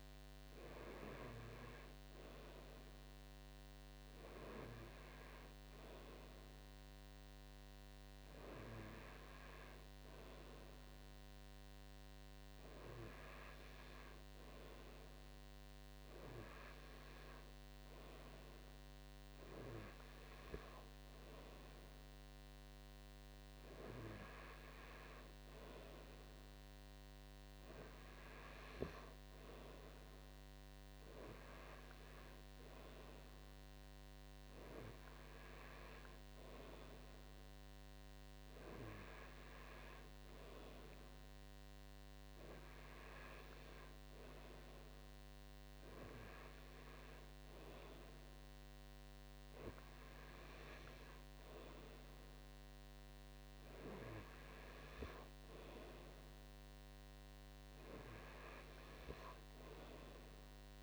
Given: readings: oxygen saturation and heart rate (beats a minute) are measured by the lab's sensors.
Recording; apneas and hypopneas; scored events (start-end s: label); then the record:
breathing in sleep by a microphone on the trachea; none
24.00-26.00 s: long interval between heartbeats (device-marked)
39.00-41.00 s: long interval between heartbeats (device-marked)
42.00-44.00 s: long interval between heartbeats (device-marked)
49.50-51.50 s: long interval between heartbeats (device-marked)
51.50-53.50 s: long interval between heartbeats (device-marked)
From the record:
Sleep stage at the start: N2 (light sleep); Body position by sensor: on the right side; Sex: male